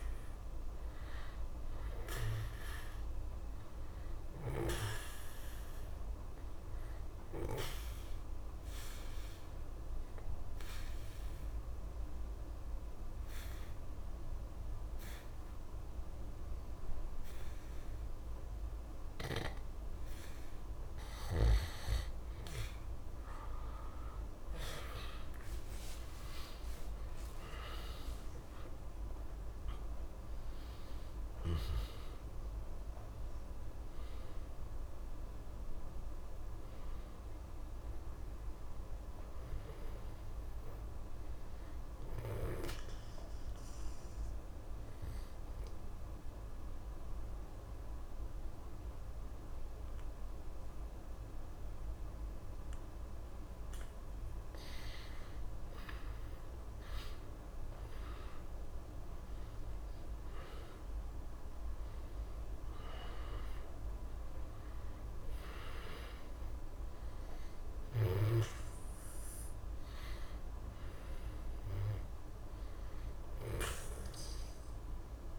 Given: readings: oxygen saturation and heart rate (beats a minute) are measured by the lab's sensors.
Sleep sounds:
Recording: breathing in sleep by a room microphone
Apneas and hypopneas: 2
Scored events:
1.50-12.50 s: oxygen desaturation (device-marked, oxygen 97% before, 93% lowest, heart rate 67 before, 63 extreme)
8.00-20.50 s: obstructive apnea (oxygen 97% before, 88% lowest, heart rate 64 before, 63 extreme, up 19 after)
11.50-75.39 s: new sleep stage, N2 (light sleep)
23.00-28.50 s: arousal
25.50-53.50 s: oxygen desaturation (device-marked, oxygen 95% before, 88% lowest, heart rate 64 before, 61 extreme)
42.00-55.00 s: obstructive apnea (oxygen 95% before, 88% lowest, heart rate 71 before, 61 extreme, up 3 after)
56.50-60.50 s: arousal
65.50-75.39 s: oxygen desaturation (device-marked, oxygen 97% before, 91% lowest, heart rate 63 before, 63 extreme)
From the record:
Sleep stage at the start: N1 (lightest sleep)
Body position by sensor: on the back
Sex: male

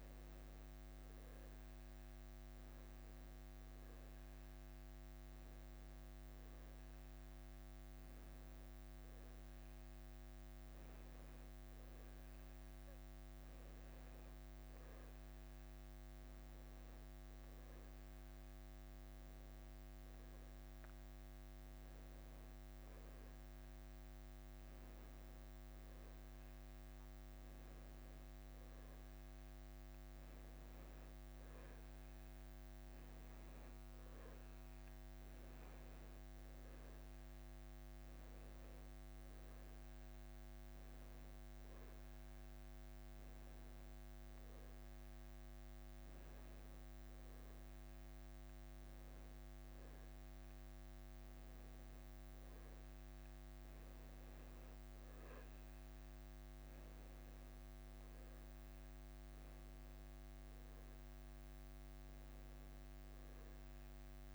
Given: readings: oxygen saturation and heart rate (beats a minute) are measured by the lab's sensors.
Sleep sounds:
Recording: breathing in sleep, hard to hear, by a microphone on the trachea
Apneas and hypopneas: none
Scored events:
none scored
From the record:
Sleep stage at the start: N1 (lightest sleep)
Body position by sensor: on the back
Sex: male

